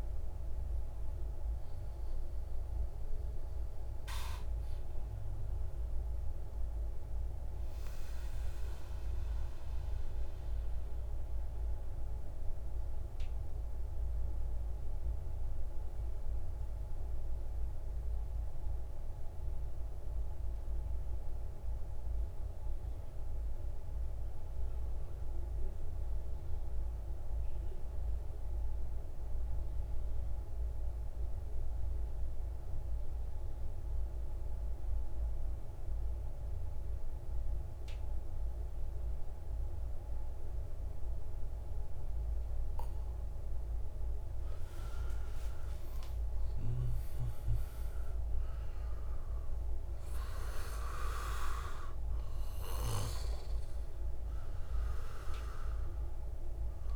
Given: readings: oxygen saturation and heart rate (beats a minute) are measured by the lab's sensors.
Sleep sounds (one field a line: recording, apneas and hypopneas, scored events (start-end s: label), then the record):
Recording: breathing in sleep, hard to hear, by a room microphone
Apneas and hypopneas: 1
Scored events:
0.00-12.00 s: oxygen desaturation (device-marked, oxygen 85% lowest, heart rate 60 extreme)
8.50-43.50 s: mixed apnea (oxygen 92% before, 88% lowest, heart rate 77 before, 56 extreme, up 28 after)
36.00-56.96 s: oxygen desaturation (device-marked, oxygen 98% before, 91% lowest, heart rate 62 before, 56 extreme)
44.50-48.50 s: arousal
From the record:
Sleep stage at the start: N2 (light sleep)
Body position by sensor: on the right side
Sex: male